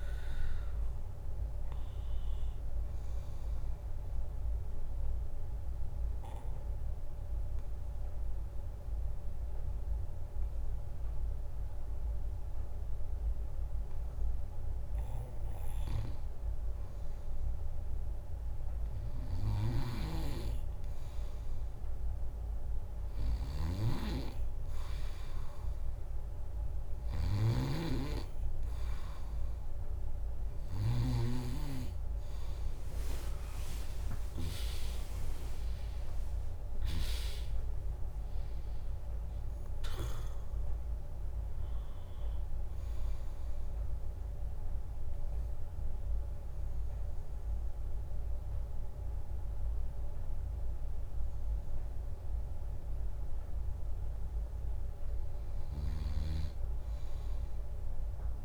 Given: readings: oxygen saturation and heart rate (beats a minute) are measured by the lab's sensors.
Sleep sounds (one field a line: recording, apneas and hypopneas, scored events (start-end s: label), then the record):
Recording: breathing in sleep by a room microphone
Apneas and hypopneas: 2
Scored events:
0.00-3.00 s: drop in pulse transit time (device-marked, heart rate 63 extreme)
1.00-17.00 s: obstructive apnea (oxygen 100% before, 97% lowest, heart rate 71 before, 58 extreme)
18.00-20.00 s: bradycardia (device-marked, heart rate 74 before, 62 extreme)
19.00-22.50 s: arousal
23.50-31.00 s: snoring (device-marked)
34.00-47.00 s: drop in pulse transit time (device-marked, heart rate 64 before, 71 extreme)
43.50-54.00 s: obstructive apnea (oxygen 100% before, 95% lowest, heart rate 72 before, 57 extreme)
55.00-58.45 s: bradycardia (device-marked, heart rate 74 before, 57 extreme)
55.50-58.45 s: arousal
From the record:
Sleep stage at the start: N2 (light sleep)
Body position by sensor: on the back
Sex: female